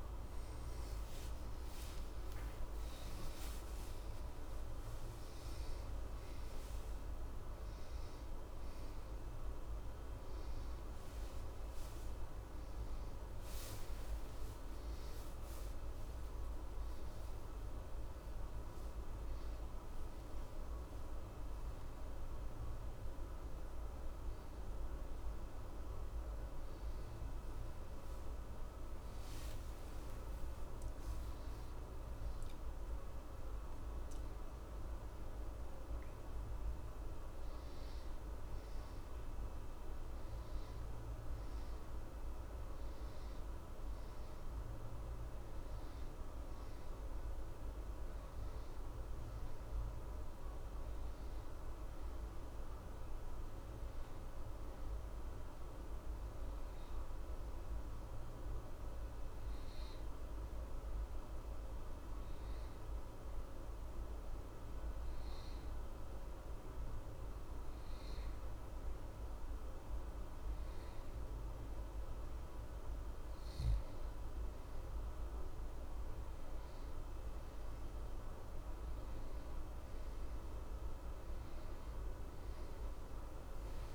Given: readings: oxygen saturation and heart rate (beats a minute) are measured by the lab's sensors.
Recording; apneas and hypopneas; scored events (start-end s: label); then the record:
a person partly awake in a sleep study, hard to hear, by a room microphone; 1
0.50-30.50 s: new sleep stage, awake
30.50-83.95 s: new sleep stage, N1 (lightest sleep)
57.00-72.00 s: hypopnea (oxygen 91% before, 88% lowest, heart rate 66 before, 64 extreme, up 0 after)
74.00-78.00 s: arousal
From the record:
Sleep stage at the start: N1 (lightest sleep); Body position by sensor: on the back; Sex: male